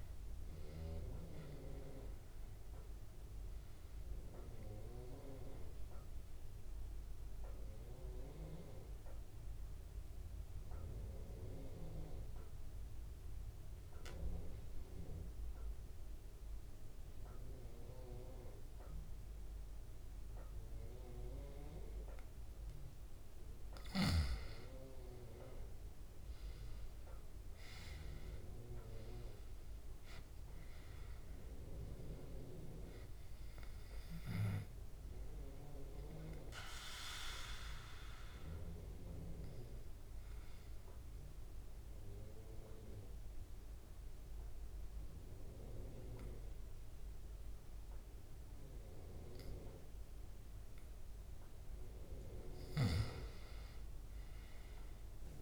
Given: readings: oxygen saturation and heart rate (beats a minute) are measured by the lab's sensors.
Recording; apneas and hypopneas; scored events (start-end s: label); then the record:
breathing in sleep by a room microphone; 2
10.00-23.00 s: mixed apnea (oxygen 97% before, 90% lowest, heart rate 105 before, 65 extreme, up 5 after)
14.50-30.50 s: oxygen desaturation (device-marked, oxygen 95% before, 90% lowest, heart rate 105 before, 65 extreme)
24.50-29.00 s: arousal
37.50-51.00 s: obstructive apnea (oxygen 99% before, 90% lowest, heart rate 70 before, 65 extreme, up 35 after)
41.50-54.50 s: oxygen desaturation (device-marked, oxygen 99% before, 90% lowest, heart rate 71 before, 65 extreme)
53.50-55.42 s: new sleep stage, N1 (lightest sleep)
From the record:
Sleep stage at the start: N2 (light sleep); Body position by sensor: on the back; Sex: male